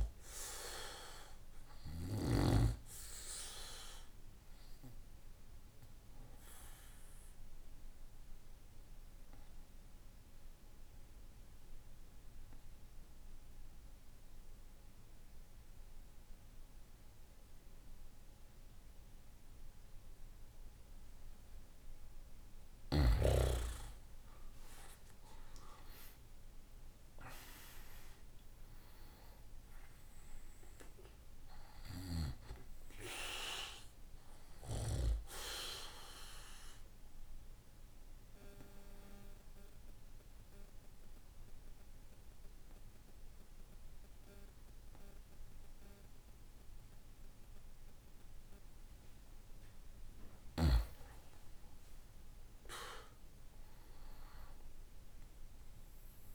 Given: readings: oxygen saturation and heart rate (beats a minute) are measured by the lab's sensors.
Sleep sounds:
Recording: breathing in sleep by a room microphone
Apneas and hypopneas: 2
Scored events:
3.00-20.50 s: obstructive apnea (oxygen 97% before, 92% lowest, heart rate 65 before, 60 extreme, up 14 after)
21.00-25.50 s: arousal
28.50-53.50 s: oxygen desaturation (device-marked, oxygen 96% before, 92% lowest, heart rate 64 before, 59 extreme)
35.00-47.50 s: obstructive apnea (oxygen 97% before, 91% lowest, heart rate 66 before, 59 extreme, up 13 after)
51.00-54.50 s: arousal
From the record:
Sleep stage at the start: N2 (light sleep)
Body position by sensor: on the back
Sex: male

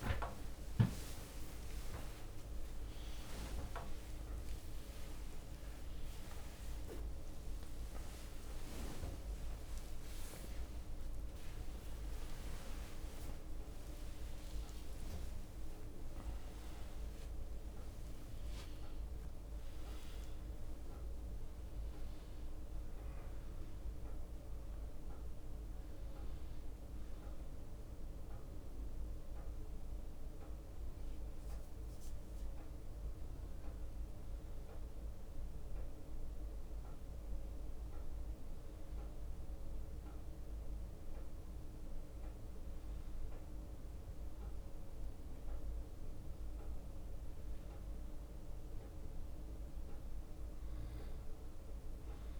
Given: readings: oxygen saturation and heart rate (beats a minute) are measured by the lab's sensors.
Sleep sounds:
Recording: a person awake in a sleep study, hard to hear, by a room microphone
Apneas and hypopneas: none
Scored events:
0.00-2.00 s: leg movement (device-marked)
0.00-4.00 s: tachycardia (device-marked, heart rate 62 before, 108 extreme)
1.00-3.00 s: long interval between heartbeats (device-marked, heart rate 62 before, 98 extreme)
4.00-6.00 s: long interval between heartbeats (device-marked, heart rate 68 before, 119 extreme)
9.00-11.00 s: long interval between heartbeats (device-marked, heart rate 79 before, 98 extreme)
12.00-14.00 s: tachycardia (device-marked, heart rate 63 before, 88 extreme)
13.50-15.50 s: long interval between heartbeats (device-marked, heart rate 84 before, 88 extreme)
18.00-21.00 s: bradycardia (device-marked, heart rate 63 before, 79 extreme)
18.50-20.50 s: long interval between heartbeats (device-marked, heart rate 93 before, 86 extreme)
30.50-36.50 s: leg movement (device-marked)
37.00-52.39 s: bradycardia (device-marked, heart rate 64 before, 57 extreme)
38.00-46.00 s: leg movement (device-marked)
47.50-52.39 s: leg movement (device-marked)
From the record:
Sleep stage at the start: awake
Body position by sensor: on the right side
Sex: male

